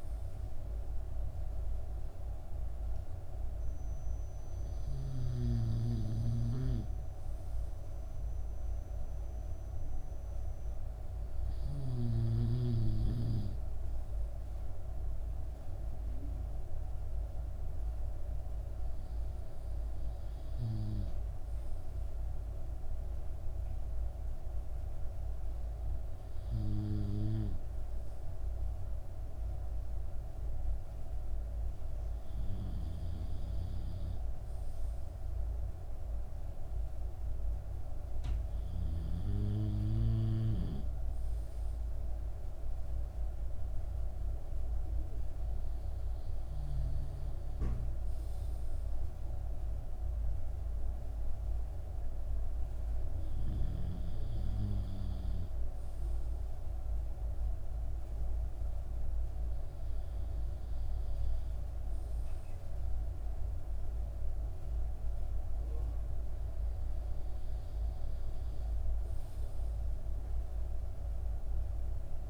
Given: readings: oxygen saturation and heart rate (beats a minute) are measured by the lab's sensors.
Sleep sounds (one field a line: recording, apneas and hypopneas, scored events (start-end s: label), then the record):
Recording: breathing in sleep by a room microphone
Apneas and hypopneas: none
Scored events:
none scored
From the record:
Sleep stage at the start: N2 (light sleep)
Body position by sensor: on the back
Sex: male